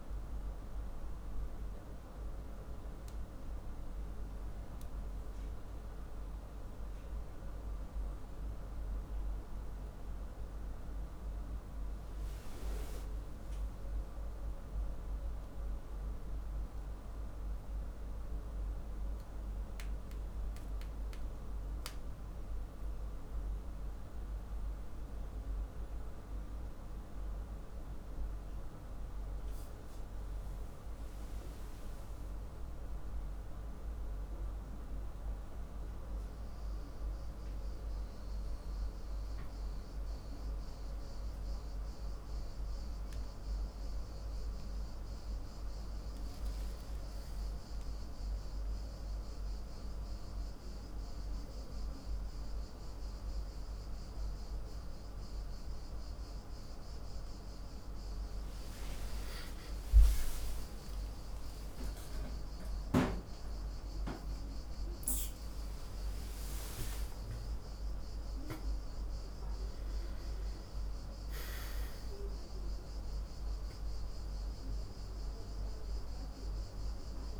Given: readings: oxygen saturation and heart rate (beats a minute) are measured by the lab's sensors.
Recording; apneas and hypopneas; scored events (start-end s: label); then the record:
breathing in sleep, hard to hear, by a room microphone; none
69.50-77.40 s: new sleep stage, awake
From the record:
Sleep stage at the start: N1 (lightest sleep); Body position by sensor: on the back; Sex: male